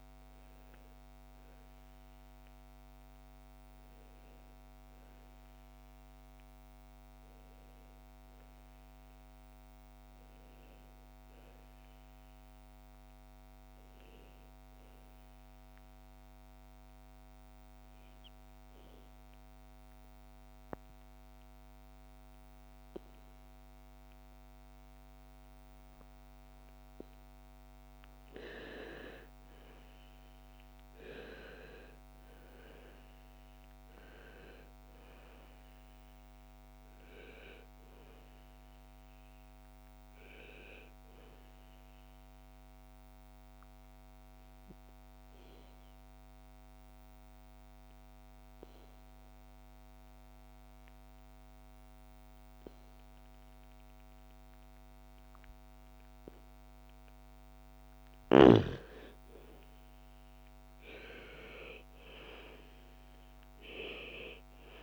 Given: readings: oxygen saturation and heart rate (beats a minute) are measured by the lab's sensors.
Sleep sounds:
breathing in sleep by a microphone on the trachea; 2
0.00-2.50 s: oxygen desaturation (device-marked, oxygen 83% lowest, heart rate 56 extreme)
9.50-64.83 s: new sleep stage, N2 (light sleep)
16.50-26.50 s: obstructive apnea (oxygen 99% before, 88% lowest, heart rate 61 before, 56 extreme, up 7 after)
23.50-48.50 s: oxygen desaturation (device-marked, oxygen 98% before, 88% lowest, heart rate 60 before, 56 extreme)
28.50-32.50 s: arousal
42.50-56.50 s: obstructive apnea (oxygen 98% before, 82% lowest, heart rate 61 before, 56 extreme, up 8 after)
58.00-62.50 s: arousal
61.50-64.83 s: oxygen desaturation (device-marked, oxygen 97% before, 88% lowest, heart rate 58 before, 55 extreme)
From the record:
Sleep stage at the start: N1 (lightest sleep); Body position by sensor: on the back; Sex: female

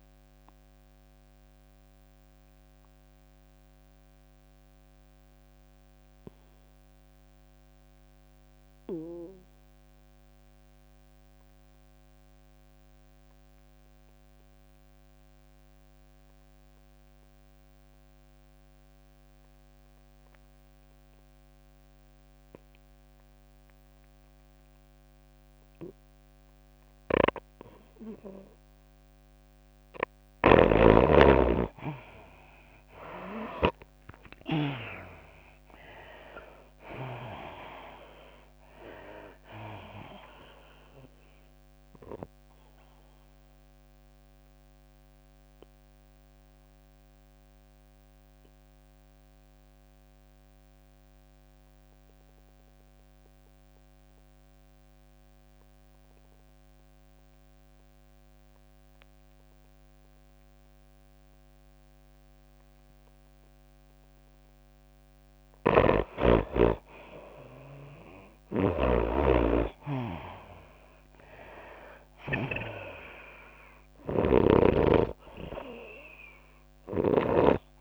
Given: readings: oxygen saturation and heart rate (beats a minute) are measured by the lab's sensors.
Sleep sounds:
breathing in sleep by a microphone on the trachea; 2
0.00-3.50 s: tachycardia (device-marked, heart rate 105 extreme)
0.00-7.50 s: drop in pulse transit time (device-marked, heart rate 100 extreme)
0.00-9.50 s: oxygen desaturation (device-marked, oxygen 82% lowest, heart rate 94 extreme)
1.00-28.00 s: obstructive apnea (oxygen 99% before, 79% lowest, heart rate 99 before, 94 extreme, up 5 after)
23.50-57.50 s: oxygen desaturation (device-marked, oxygen 98% before, 79% lowest, heart rate 98 before, 94 extreme)
30.50-35.00 s: snoring (device-marked)
31.50-35.50 s: arousal
34.50-48.50 s: tachycardia (device-marked, heart rate 101 before, 105 extreme)
37.50-51.50 s: drop in pulse transit time (device-marked, heart rate 96 before, 101 extreme)
42.50-66.00 s: mixed apnea (oxygen 98% before, 79% lowest, heart rate 98 before, 96 extreme, up 6 after)
62.50-77.81 s: oxygen desaturation (device-marked, oxygen 99% before, 82% lowest, heart rate 100 before, 94 extreme)
66.00-73.00 s: snoring (device-marked)
69.00-71.50 s: arousal
69.50-77.81 s: tachycardia (device-marked, heart rate 100 before, 105 extreme)
72.50-77.81 s: drop in pulse transit time (device-marked, heart rate 98 before, 98 extreme)
From the record:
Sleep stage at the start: N2 (light sleep); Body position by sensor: on the right side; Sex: female

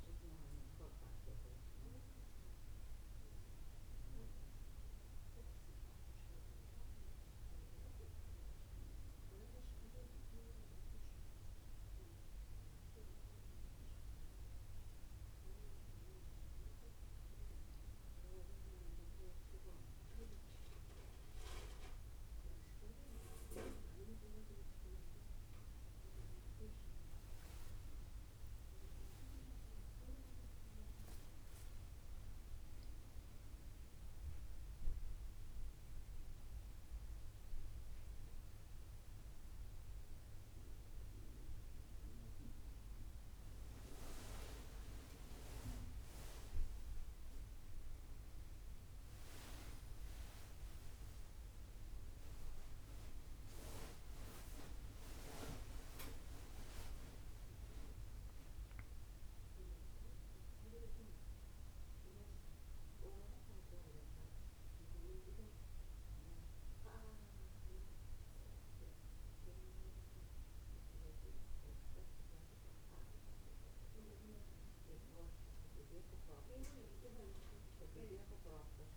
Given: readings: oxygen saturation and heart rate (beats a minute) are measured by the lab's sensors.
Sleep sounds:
breathing in sleep by a room microphone; none
47.50-51.50 s: tachycardia (device-marked, heart rate 75 before, 101 extreme)
51.50-56.00 s: arousal
From the record:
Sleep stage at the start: N1 (lightest sleep); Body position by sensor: on the back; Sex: female

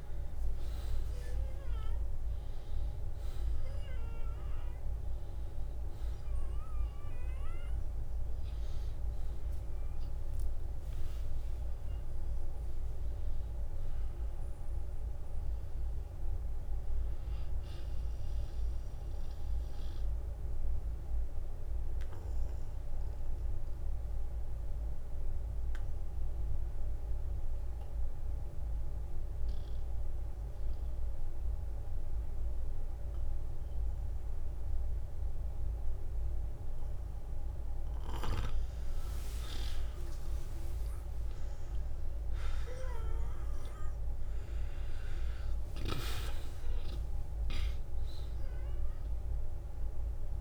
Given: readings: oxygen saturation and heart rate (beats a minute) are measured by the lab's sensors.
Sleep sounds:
breathing in sleep, hard to hear, by a room microphone; 1
0.00-4.00 s: oxygen desaturation (device-marked, oxygen 88% lowest, heart rate 50 extreme)
10.00-32.00 s: oxygen desaturation (device-marked, oxygen 90% before, 80% lowest, heart rate 70 before, 43 extreme)
20.50-37.00 s: obstructive apnea (oxygen 92% before, 80% lowest, heart rate 65 before, 43 extreme, up 16 after)
39.00-44.50 s: arousal
From the record:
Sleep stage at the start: N2 (light sleep); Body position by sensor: on the back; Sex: male

